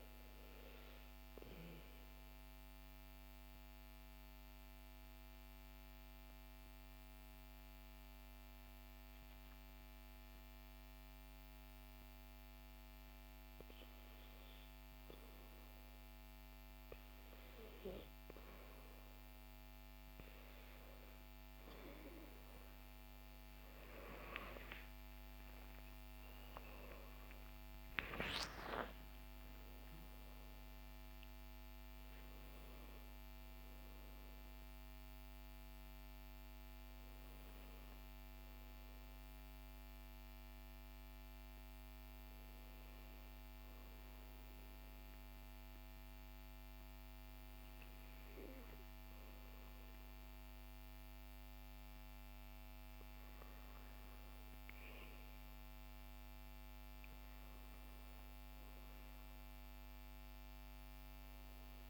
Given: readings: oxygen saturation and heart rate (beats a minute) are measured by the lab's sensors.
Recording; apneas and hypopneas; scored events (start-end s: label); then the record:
breathing in sleep, hard to hear, by a microphone on the trachea; 1
2.00-13.00 s: mixed apnea (oxygen 99% before, 95% lowest, heart rate 61 before, 63 extreme, up 2 after)
23.50-29.00 s: arousal
From the record:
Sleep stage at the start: REM sleep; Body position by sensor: on the back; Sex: male